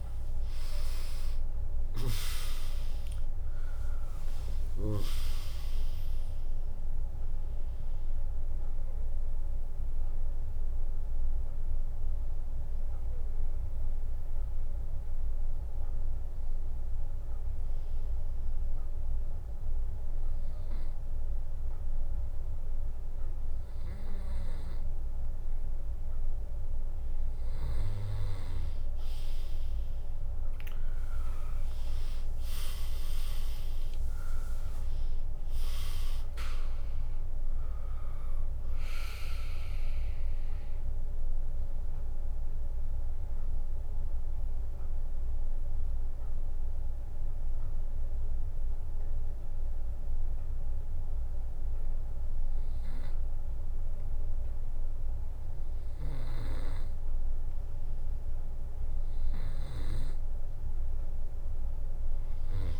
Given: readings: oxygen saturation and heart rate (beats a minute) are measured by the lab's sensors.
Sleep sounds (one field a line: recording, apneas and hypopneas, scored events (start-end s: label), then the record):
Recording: breathing in sleep by a room microphone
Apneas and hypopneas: 2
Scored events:
1.50-20.50 s: drop in pulse transit time (device-marked, heart rate 69 before, 69 extreme)
9.00-26.50 s: hypopnea (oxygen 99% before, 96% lowest, heart rate 69 before, 59 extreme, up 3 after)
30.50-35.00 s: arousal
34.50-51.50 s: drop in pulse transit time (device-marked, heart rate 73 before, 70 extreme)
40.50-54.50 s: obstructive apnea (oxygen 99% before, 96% lowest, heart rate 72 before, 59 extreme)
55.50-57.50 s: bradycardia (device-marked, heart rate 78 before, 66 extreme)
From the record:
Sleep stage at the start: N2 (light sleep)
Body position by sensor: on the right side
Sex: female